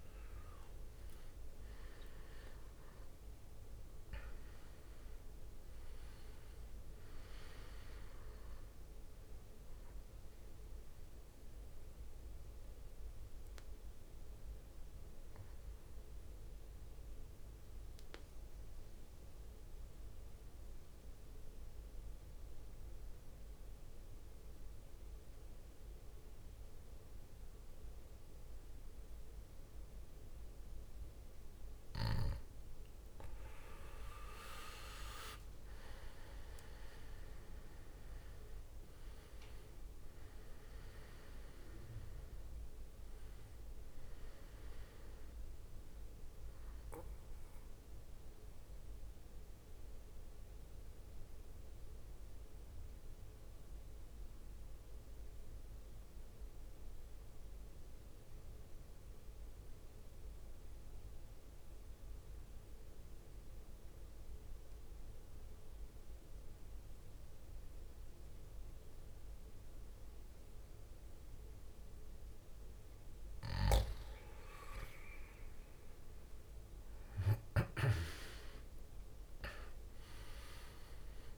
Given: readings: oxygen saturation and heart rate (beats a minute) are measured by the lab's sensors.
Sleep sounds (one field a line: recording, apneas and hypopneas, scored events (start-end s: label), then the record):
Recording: breathing in sleep by a room microphone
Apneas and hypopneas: 2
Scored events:
0.00-4.00 s: arousal
0.00-13.00 s: drop in pulse transit time (device-marked, heart rate 60 extreme)
1.00-19.00 s: oxygen desaturation (device-marked, oxygen 98% before, 92% lowest, heart rate 60 before, 54 extreme)
11.00-31.50 s: mixed apnea (oxygen 98% before, 89% lowest, heart rate 67 before, 52 extreme, up 11 after)
33.00-62.00 s: oxygen desaturation (device-marked, oxygen 98% before, 91% lowest, heart rate 58 before, 52 extreme)
34.00-39.00 s: arousal
36.00-50.00 s: drop in pulse transit time (device-marked, heart rate 60 before, 57 extreme)
48.50-72.00 s: mixed apnea (oxygen 98% before, 89% lowest, heart rate 66 before, 52 extreme, up 9 after)
73.00-81.38 s: oxygen desaturation (device-marked, oxygen 99% before, 89% lowest, heart rate 58 before, 53 extreme)
75.00-80.00 s: arousal
77.00-81.38 s: drop in pulse transit time (device-marked, heart rate 60 before, 61 extreme)
From the record:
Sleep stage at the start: N2 (light sleep)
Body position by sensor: on the back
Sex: male